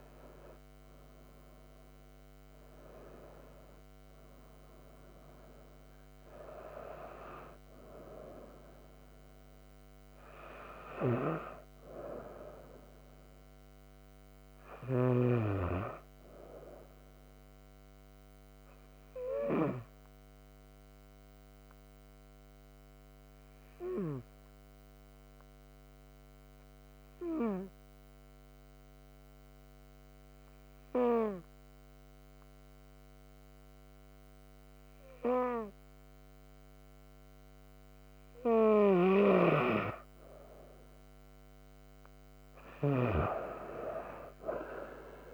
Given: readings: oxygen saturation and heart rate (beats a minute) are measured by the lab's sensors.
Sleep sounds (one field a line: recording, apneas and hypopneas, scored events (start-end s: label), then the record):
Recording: breathing in sleep by a microphone on the trachea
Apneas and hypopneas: 1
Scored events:
0.00-18.00 s: oxygen desaturation (device-marked, oxygen 92% lowest)
24.50-38.00 s: obstructive apnea (oxygen 97% before, 92% lowest)
39.00-45.34 s: oxygen desaturation (device-marked, oxygen 97% before, 92% lowest)
39.50-43.00 s: arousal
From the record:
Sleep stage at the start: N2 (light sleep)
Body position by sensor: on the right side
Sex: female